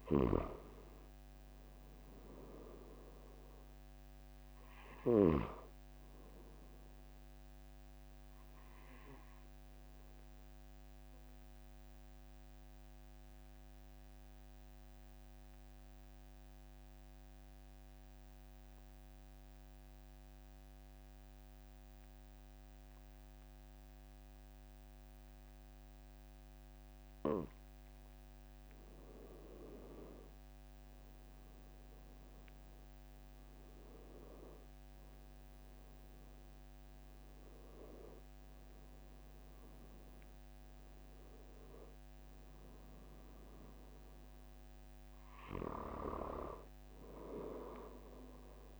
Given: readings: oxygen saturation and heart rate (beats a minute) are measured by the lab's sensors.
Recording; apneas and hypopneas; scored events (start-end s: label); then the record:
breathing in sleep by a microphone on the trachea; 1
0.00-5.50 s: snoring (device-marked)
8.50-28.00 s: obstructive apnea (oxygen 97% before, 92% lowest, heart rate 46 before, 43 extreme, up 2 after)
From the record:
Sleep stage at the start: N2 (light sleep); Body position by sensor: on the back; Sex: male